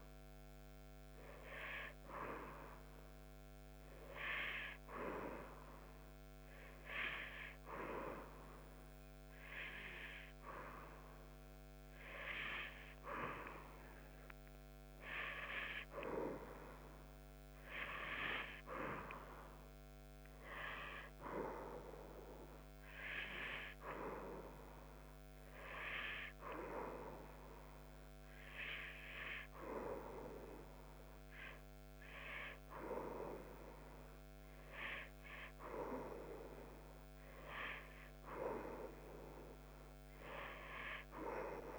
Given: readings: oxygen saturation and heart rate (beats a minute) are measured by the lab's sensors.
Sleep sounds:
breathing in sleep by a microphone on the trachea; none
none scored
From the record:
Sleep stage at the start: N2 (light sleep); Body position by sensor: on the right side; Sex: female

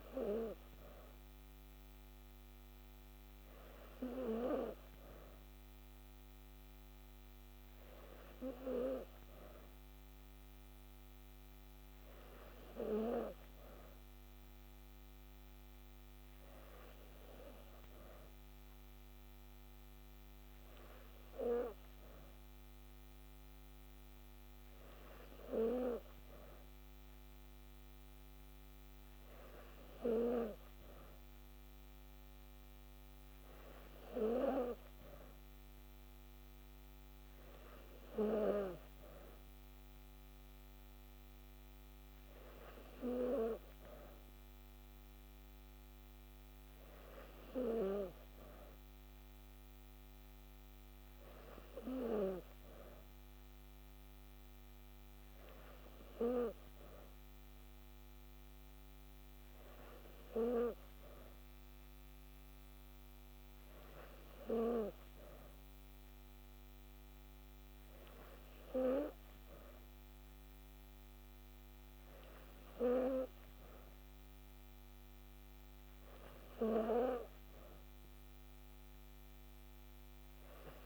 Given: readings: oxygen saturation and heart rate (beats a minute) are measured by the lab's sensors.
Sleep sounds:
breathing in sleep by a microphone on the trachea; none
none scored
From the record:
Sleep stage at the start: N3 (deep sleep); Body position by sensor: on the back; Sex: female

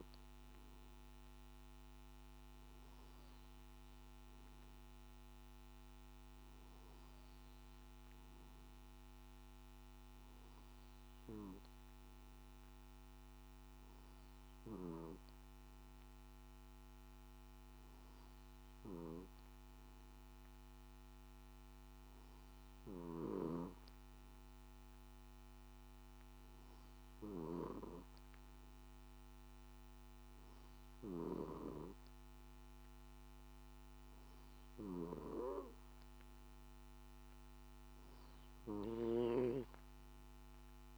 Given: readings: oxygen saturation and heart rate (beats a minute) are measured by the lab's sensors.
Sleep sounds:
breathing in sleep by a microphone on the trachea; none
none scored
From the record:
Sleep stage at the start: N3 (deep sleep); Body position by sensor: on the back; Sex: male

